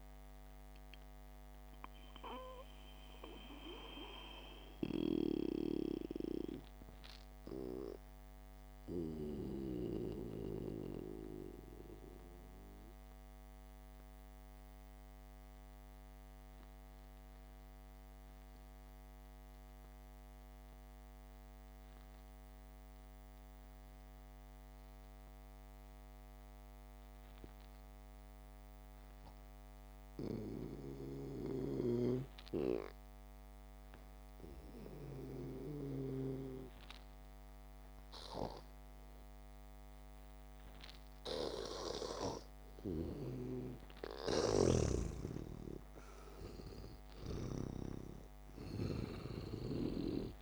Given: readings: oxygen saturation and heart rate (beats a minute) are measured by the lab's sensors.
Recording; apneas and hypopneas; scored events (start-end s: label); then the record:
breathing in sleep by a microphone on the trachea; 1
1.50-31.00 s: mixed apnea (oxygen 97% before, 89% lowest, heart rate 58 before, 53 extreme, up 4 after)
13.50-19.50 s: oxygen desaturation (device-marked, oxygen 94% before, 91% lowest, heart rate 61 before, 53 extreme)
32.00-35.50 s: arousal
37.50-50.42 s: oxygen desaturation (device-marked, oxygen 99% before, 92% lowest, heart rate 67 before, 53 extreme)
45.00-50.42 s: snoring (device-marked)
From the record:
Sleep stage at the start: N2 (light sleep); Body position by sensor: on the back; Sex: male